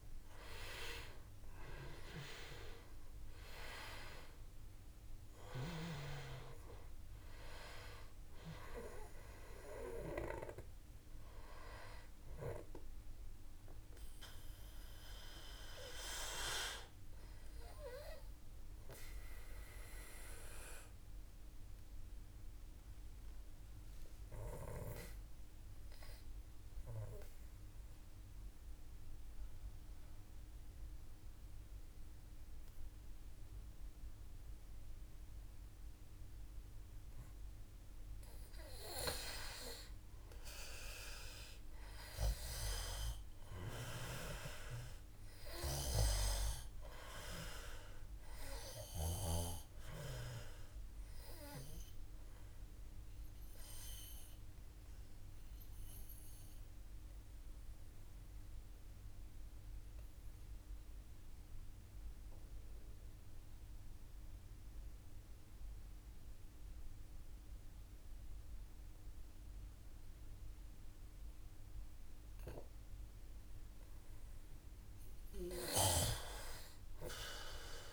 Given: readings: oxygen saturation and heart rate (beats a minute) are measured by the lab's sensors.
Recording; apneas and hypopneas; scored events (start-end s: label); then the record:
breathing in sleep by a room microphone; 2
0.00-2.50 s: arousal
0.00-30.00 s: oxygen desaturation (device-marked, oxygen 91% lowest, heart rate 52 extreme)
13.00-35.50 s: obstructive apnea (oxygen 98% before, 91% lowest, heart rate 56 before, 52 extreme, up 1 after)
39.50-44.00 s: arousal
48.00-68.00 s: oxygen desaturation (device-marked, oxygen 97% before, 92% lowest, heart rate 55 before, 52 extreme)
50.00-73.00 s: obstructive apnea (oxygen 98% before, 91% lowest, heart rate 55 before, 52 extreme, up 3 after)
From the record:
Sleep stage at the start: N2 (light sleep); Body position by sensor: on the back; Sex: male